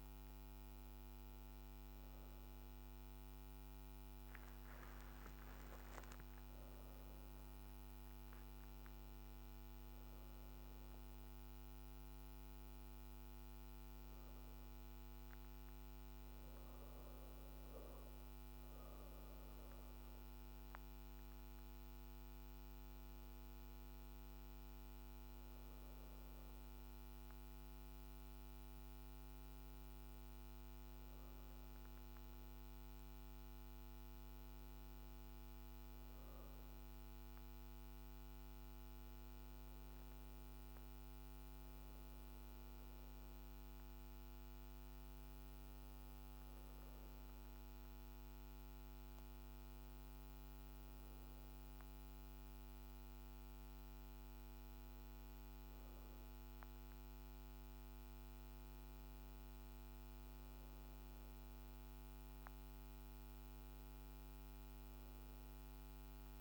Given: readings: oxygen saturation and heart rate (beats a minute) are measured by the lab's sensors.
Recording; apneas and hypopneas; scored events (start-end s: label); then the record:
breathing in sleep, hard to hear, by a microphone on the trachea; none
0.00-4.50 s: arousal
From the record:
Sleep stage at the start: N1 (lightest sleep); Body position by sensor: on the back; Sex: female